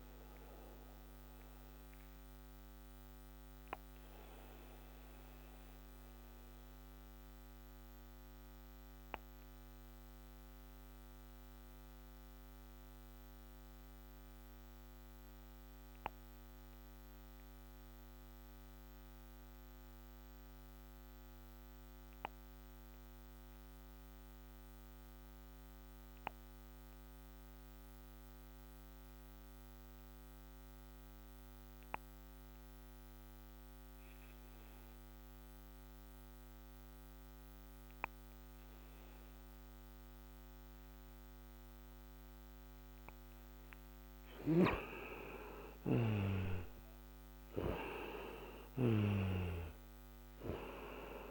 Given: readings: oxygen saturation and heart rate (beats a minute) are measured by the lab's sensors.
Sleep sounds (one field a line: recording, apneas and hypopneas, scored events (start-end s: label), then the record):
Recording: breathing in sleep by a microphone on the trachea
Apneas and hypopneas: 1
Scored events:
0.00-25.50 s: oxygen desaturation (device-marked, oxygen 85% lowest, heart rate 56 extreme)
2.00-42.00 s: obstructive apnea (oxygen 97% before, 85% lowest, heart rate 69 before, 56 extreme, up 7 after)
45.00-49.00 s: arousal
From the record:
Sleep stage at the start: N2 (light sleep)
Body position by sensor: on the back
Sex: male